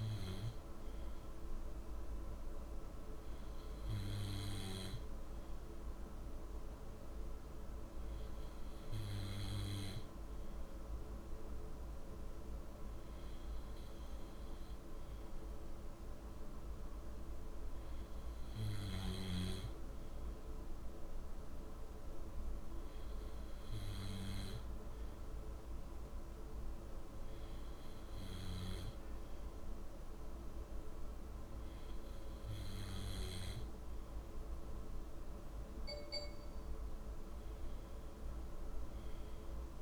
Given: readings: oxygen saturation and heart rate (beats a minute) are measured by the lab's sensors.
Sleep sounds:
breathing in sleep, hard to hear, by a room microphone; none
none scored
From the record:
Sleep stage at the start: N2 (light sleep); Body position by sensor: on the left side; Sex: male

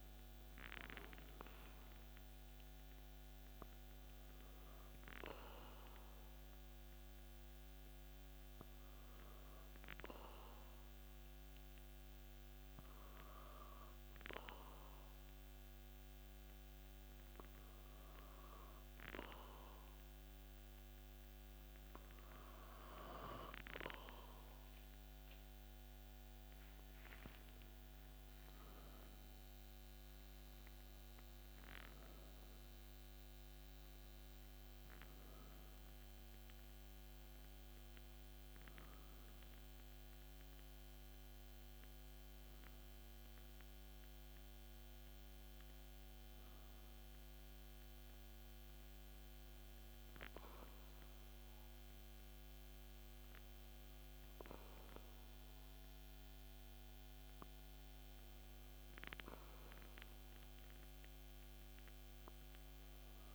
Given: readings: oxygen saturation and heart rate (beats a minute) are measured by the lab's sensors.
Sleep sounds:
breathing in sleep by a microphone on the trachea; 1
8.50-24.50 s: hypopnea (oxygen 96% before, 94% lowest)
26.50-31.00 s: arousal
From the record:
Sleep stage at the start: N2 (light sleep); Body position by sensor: on the back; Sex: male

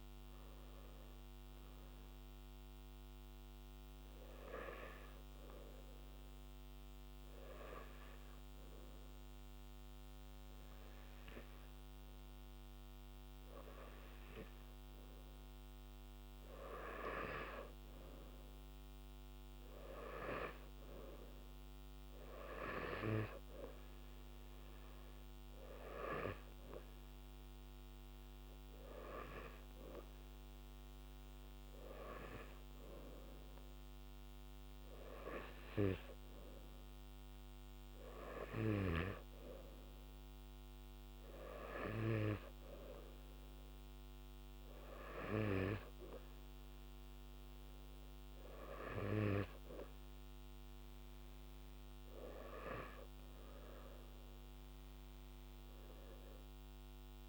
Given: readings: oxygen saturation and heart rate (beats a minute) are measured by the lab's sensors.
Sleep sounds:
breathing in sleep by a microphone on the trachea; 1
3.50-15.00 s: hypopnea (oxygen 96% before, 95% lowest, heart rate 79 before, 59 extreme, up 8 after)
18.00-22.00 s: arousal
From the record:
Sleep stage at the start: N2 (light sleep); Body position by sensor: on the back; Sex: male

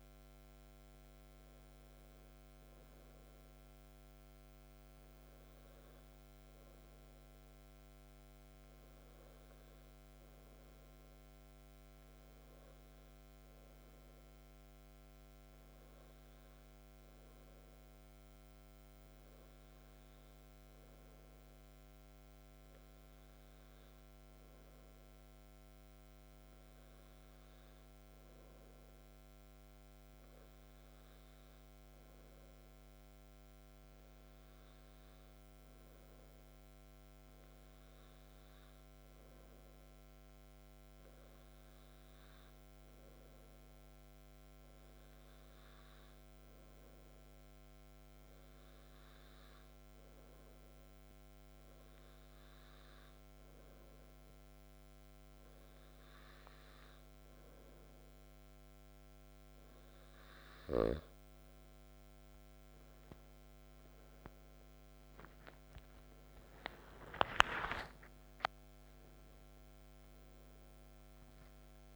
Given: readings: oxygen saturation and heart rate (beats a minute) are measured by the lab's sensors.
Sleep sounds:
breathing in sleep, hard to hear, by a microphone on the trachea; 1
22.00-59.50 s: hypopnea (oxygen 98% before, 94% lowest, heart rate 54 before, 50 extreme, up 7 after)
62.50-71.96 s: new sleep stage, N1 (lightest sleep)
64.50-71.96 s: arousal
From the record:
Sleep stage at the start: N2 (light sleep); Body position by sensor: on the back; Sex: male

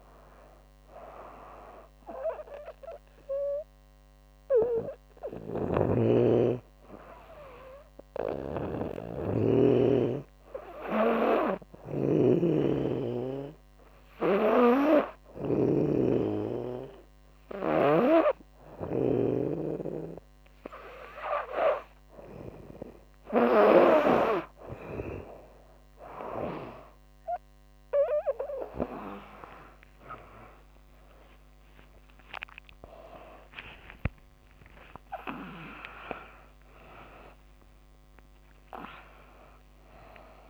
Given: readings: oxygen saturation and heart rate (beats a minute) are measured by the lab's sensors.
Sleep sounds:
breathing in sleep by a microphone on the trachea; 1
4.50-18.50 s: snoring (device-marked)
5.00-20.00 s: hypopnea (oxygen 98% before, 95% lowest, heart rate 82 before, 74 extreme, up 7 after)
29.00-31.00 s: long interval between heartbeats (device-marked, heart rate 78 before, 93 extreme)
30.00-32.00 s: tachycardia (device-marked, heart rate 85 before, 97 extreme)
33.00-40.50 s: tachycardia (device-marked, heart rate 85 before, 150 extreme)
36.00-38.00 s: long interval between heartbeats (device-marked, heart rate 85 before, 108 extreme)
40.00-40.50 s: new sleep stage, awake
From the record:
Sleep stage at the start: N2 (light sleep); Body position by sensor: on the back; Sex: female

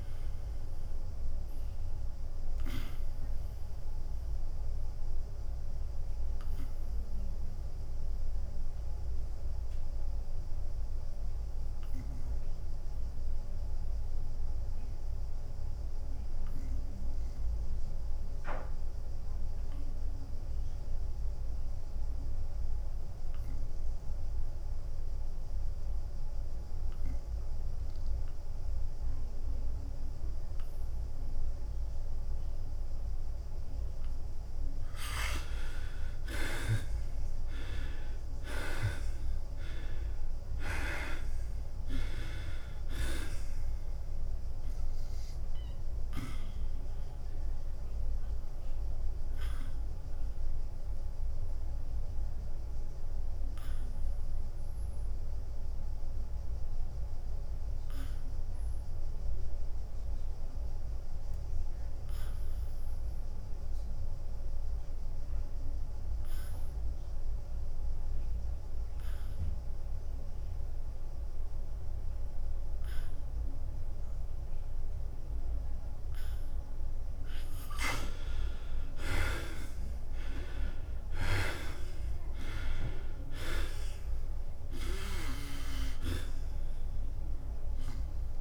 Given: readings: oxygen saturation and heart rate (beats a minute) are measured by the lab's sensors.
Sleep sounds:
breathing in sleep by a room microphone; 2
0.00-6.00 s: drop in pulse transit time (device-marked, heart rate 92 extreme)
0.00-18.00 s: oxygen desaturation (device-marked, oxygen 74% lowest, heart rate 87 extreme)
2.00-36.00 s: obstructive apnea (oxygen 99% before, 72% lowest, heart rate 92 before, 87 extreme, up 7 after)
37.00-50.00 s: drop in pulse transit time (device-marked, heart rate 90 before, 93 extreme)
38.00-42.00 s: arousal
38.00-46.00 s: oxygen desaturation (device-marked, oxygen 95% before, 91% lowest, heart rate 90 before, 85 extreme)
46.50-77.00 s: obstructive apnea (oxygen 99% before, 71% lowest, heart rate 92 before, 84 extreme, up 10 after)
56.00-65.00 s: oxygen desaturation (device-marked, oxygen 92% before, 72% lowest, heart rate 94 before, 84 extreme)
80.00-88.41 s: drop in pulse transit time (device-marked, heart rate 88 before, 89 extreme)
80.00-88.41 s: oxygen desaturation (device-marked, oxygen 98% before, 94% lowest, heart rate 88 before, 81 extreme)
80.50-84.50 s: arousal
From the record:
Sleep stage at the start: N2 (light sleep); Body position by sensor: on the back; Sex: male

